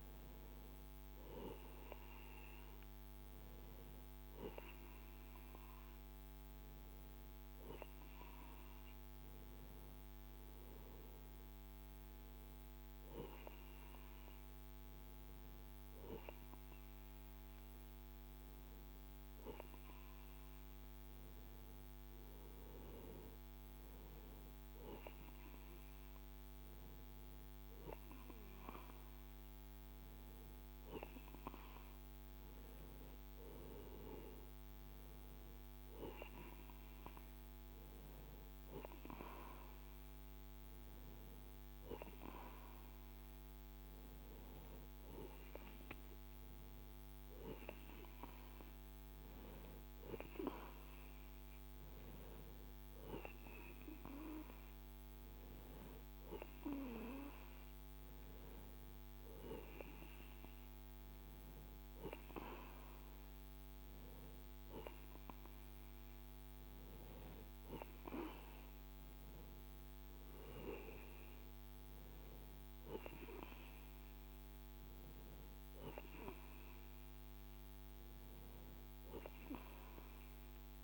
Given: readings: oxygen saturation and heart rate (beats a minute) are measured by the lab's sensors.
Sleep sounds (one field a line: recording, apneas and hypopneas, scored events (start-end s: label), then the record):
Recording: breathing in sleep by a microphone on the trachea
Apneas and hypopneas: none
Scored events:
none scored
From the record:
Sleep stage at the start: N2 (light sleep)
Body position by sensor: on the right side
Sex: male